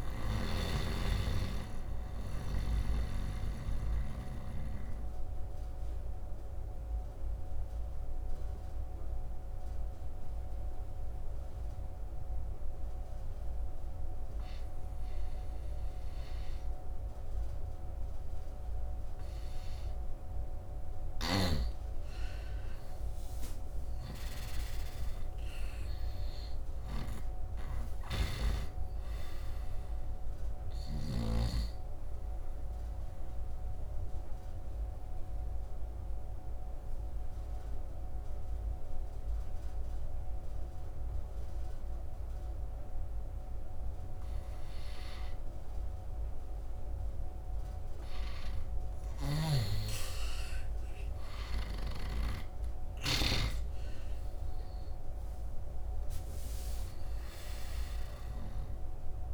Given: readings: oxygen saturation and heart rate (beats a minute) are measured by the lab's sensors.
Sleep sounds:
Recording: breathing in sleep by a room microphone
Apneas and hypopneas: 2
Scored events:
0.00-19.50 s: oxygen desaturation (device-marked, oxygen 88% lowest, heart rate 68 extreme)
2.50-20.00 s: obstructive apnea (oxygen 100% before, 86% lowest, heart rate 70 before, 72 extreme, up 8 after)
20.50-31.00 s: snoring (device-marked)
21.50-26.50 s: arousal
27.50-44.50 s: oxygen desaturation (device-marked, oxygen 99% before, 87% lowest, heart rate 75 before, 71 extreme)
32.00-47.00 s: obstructive apnea (oxygen 99% before, 84% lowest, heart rate 76 before, 71 extreme, up 4 after)
49.00-54.00 s: arousal
49.50-59.34 s: oxygen desaturation (device-marked, oxygen 99% before, 86% lowest, heart rate 76 before, 69 extreme)
From the record:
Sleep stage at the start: N2 (light sleep)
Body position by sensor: on the right side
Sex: male

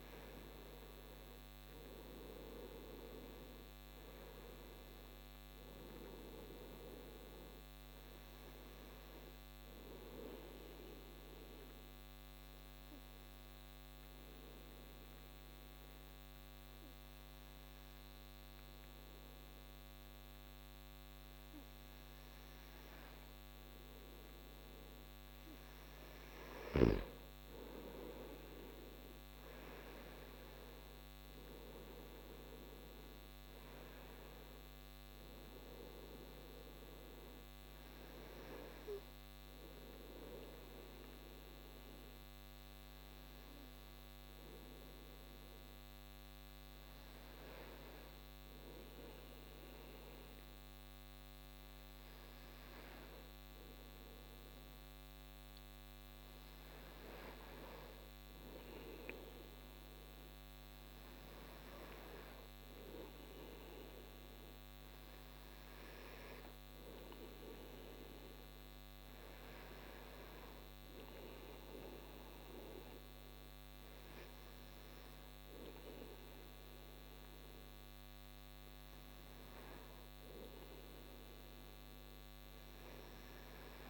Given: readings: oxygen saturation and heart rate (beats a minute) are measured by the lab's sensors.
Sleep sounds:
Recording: breathing in sleep by a microphone on the trachea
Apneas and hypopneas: 1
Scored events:
9.00-23.00 s: obstructive apnea (oxygen 94% before, 92% lowest)
27.50-31.50 s: arousal
33.50-52.50 s: oxygen desaturation (device-marked, oxygen 95% before, 92% lowest)
From the record:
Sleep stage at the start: N2 (light sleep)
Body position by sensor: on the right side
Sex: male

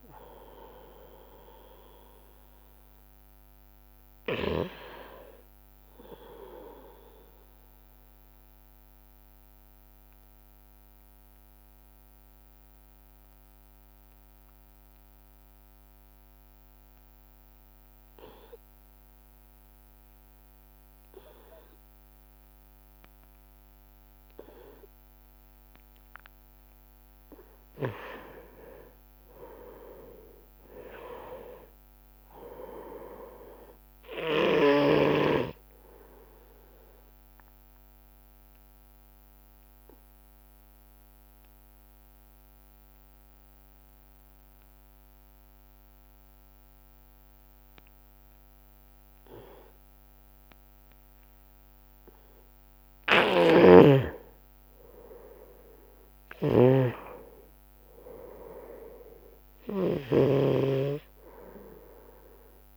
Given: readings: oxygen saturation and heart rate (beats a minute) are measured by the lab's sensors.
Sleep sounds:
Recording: breathing in sleep by a microphone on the trachea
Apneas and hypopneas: 2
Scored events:
0.00-17.00 s: oxygen desaturation (device-marked, oxygen 97% before, 90% lowest)
8.00-26.50 s: obstructive apnea (oxygen 97% before, 90% lowest)
28.50-33.00 s: arousal
29.00-53.00 s: oxygen desaturation (device-marked, oxygen 98% before, 91% lowest)
38.50-50.50 s: obstructive apnea (oxygen 98% before, 91% lowest)
53.50-60.50 s: snoring (device-marked)
54.00-59.50 s: arousal
From the record:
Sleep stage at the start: N2 (light sleep)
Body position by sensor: on the right side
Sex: male

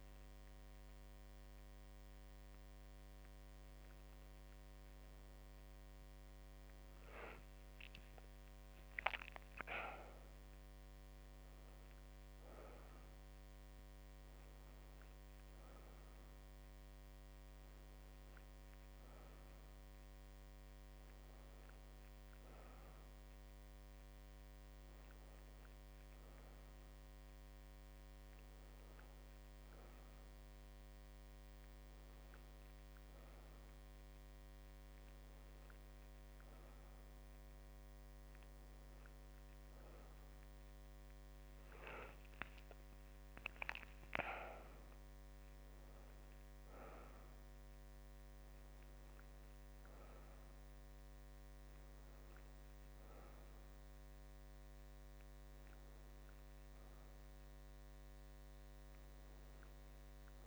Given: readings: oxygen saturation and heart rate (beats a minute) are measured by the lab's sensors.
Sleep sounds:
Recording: a person partly awake in a sleep study, by a microphone on the trachea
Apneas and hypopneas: none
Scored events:
13.00-60.47 s: new sleep stage, N1 (lightest sleep)
From the record:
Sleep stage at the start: awake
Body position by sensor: on the back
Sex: female

